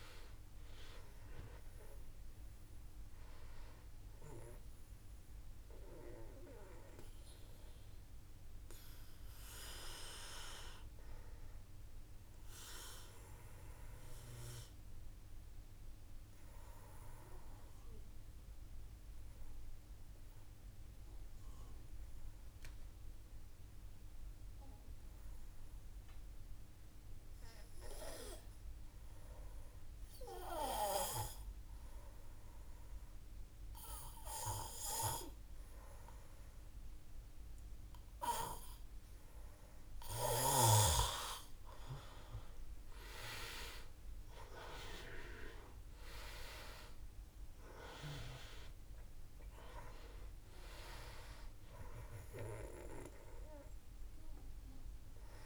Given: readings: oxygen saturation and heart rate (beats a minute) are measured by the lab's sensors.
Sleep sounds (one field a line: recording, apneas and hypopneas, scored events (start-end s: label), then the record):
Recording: breathing in sleep by a room microphone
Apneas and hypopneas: 1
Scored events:
0.00-4.50 s: oxygen desaturation (device-marked, oxygen 92% lowest, heart rate 56 extreme)
10.50-18.50 s: oxygen desaturation (device-marked, oxygen 93% before, 90% lowest, heart rate 58 before, 54 extreme)
12.00-39.00 s: obstructive apnea (oxygen 97% before, 89% lowest, heart rate 58 before, 54 extreme, up 7 after)
37.50-55.46 s: oxygen desaturation (device-marked, oxygen 98% before, 89% lowest, heart rate 56 before, 55 extreme)
42.50-47.50 s: arousal
From the record:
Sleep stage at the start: N2 (light sleep)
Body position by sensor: on the back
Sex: male